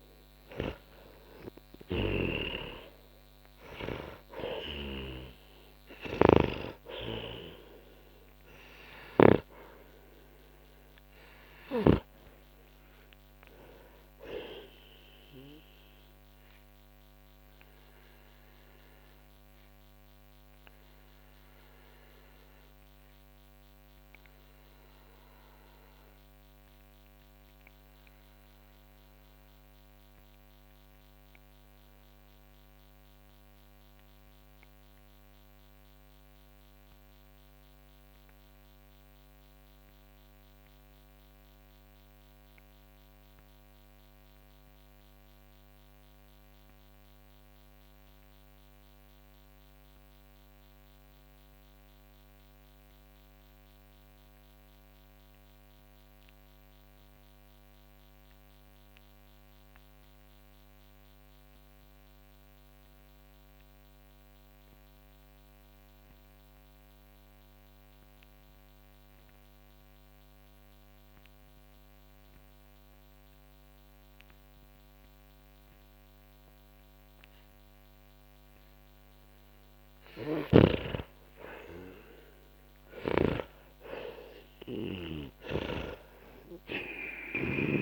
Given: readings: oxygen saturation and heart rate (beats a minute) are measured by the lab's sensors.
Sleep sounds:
breathing in sleep by a microphone on the trachea; 1
0.00-1.50 s: arousal
0.00-9.50 s: snoring (device-marked)
0.00-46.50 s: oxygen desaturation (device-marked, oxygen 85% lowest, heart rate 43 extreme)
16.50-81.00 s: obstructive apnea (oxygen 96% before, 80% lowest, heart rate 67 before, 43 extreme, up 21 after)
65.50-87.82 s: oxygen desaturation (device-marked, oxygen 98% before, 80% lowest, heart rate 52 before, 47 extreme)
83.00-87.82 s: arousal
From the record:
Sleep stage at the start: N2 (light sleep); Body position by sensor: on the back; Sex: male

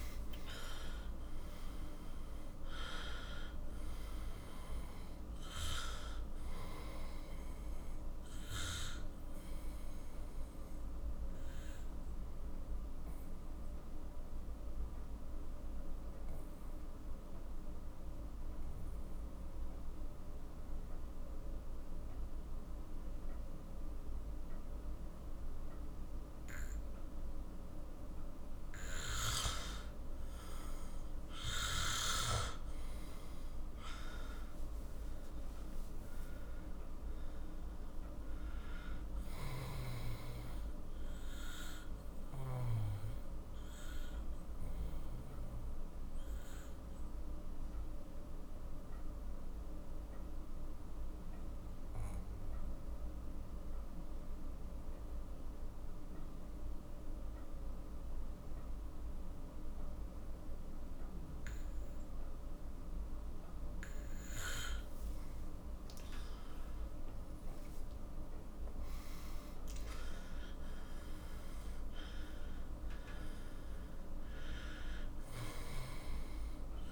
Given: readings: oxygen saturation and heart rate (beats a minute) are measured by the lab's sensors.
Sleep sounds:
breathing in sleep by a room microphone; 2
0.50-23.50 s: oxygen desaturation (device-marked, oxygen 97% before, 91% lowest, heart rate 49 before, 43 extreme)
9.50-29.00 s: obstructive apnea (oxygen 97% before, 91% lowest, heart rate 57 before, 42 extreme, up 17 after)
31.00-34.50 s: arousal
36.50-56.50 s: oxygen desaturation (device-marked, oxygen 97% before, 92% lowest, heart rate 49 before, 42 extreme)
39.00-42.50 s: snoring (device-marked)
42.00-63.50 s: obstructive apnea (oxygen 97% before, 91% lowest, heart rate 53 before, 42 extreme, up 19 after)
65.50-69.00 s: arousal
67.50-76.92 s: oxygen desaturation (device-marked, oxygen 97% before, 91% lowest, heart rate 46 before, 44 extreme)
From the record:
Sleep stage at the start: N2 (light sleep); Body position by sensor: on the back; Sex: male

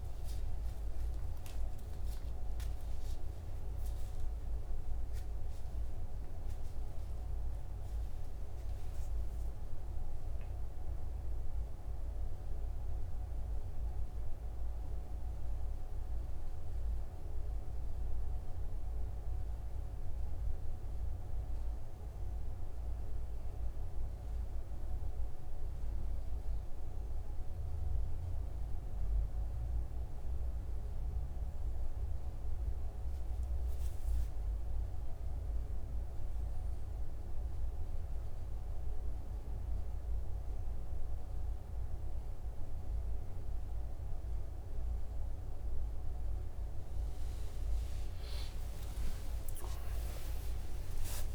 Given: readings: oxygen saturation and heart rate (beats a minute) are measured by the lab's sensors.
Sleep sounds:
a person awake in a sleep study, hard to hear, by a room microphone; none
none scored
From the record:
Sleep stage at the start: awake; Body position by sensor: on the right side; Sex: male

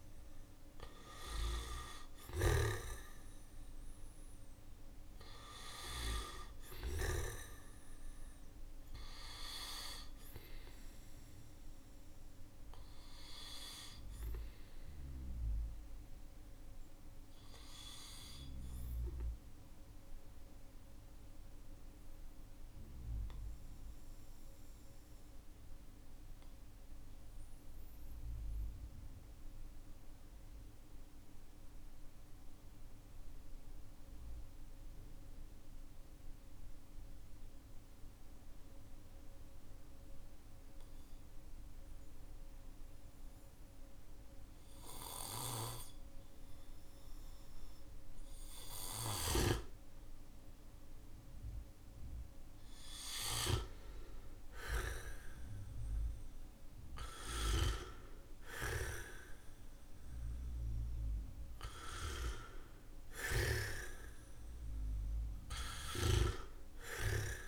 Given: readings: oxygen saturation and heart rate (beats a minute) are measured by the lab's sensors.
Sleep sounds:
breathing in sleep by a room microphone; 1
0.00-6.50 s: snoring (device-marked)
20.00-48.00 s: obstructive apnea (oxygen 97% before, 94% lowest, heart rate 48 before, 41 extreme, up 4 after)
51.50-67.47 s: new sleep stage, awake
56.50-67.47 s: snoring (device-marked)
61.50-67.47 s: oxygen desaturation (device-marked, oxygen 97% before, 94% lowest, heart rate 47 before, 41 extreme)
From the record:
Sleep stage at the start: N1 (lightest sleep); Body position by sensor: on the back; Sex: male

